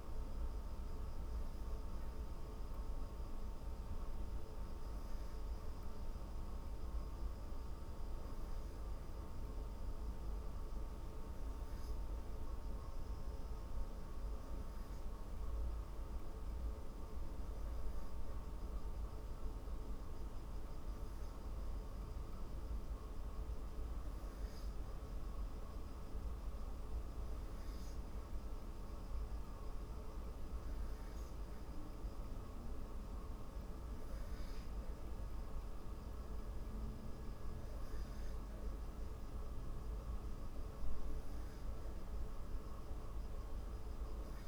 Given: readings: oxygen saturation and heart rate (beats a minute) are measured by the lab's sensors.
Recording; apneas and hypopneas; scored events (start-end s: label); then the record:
breathing in sleep, hard to hear, by a room microphone; none
none scored
From the record:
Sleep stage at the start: N3 (deep sleep); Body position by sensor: on the back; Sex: female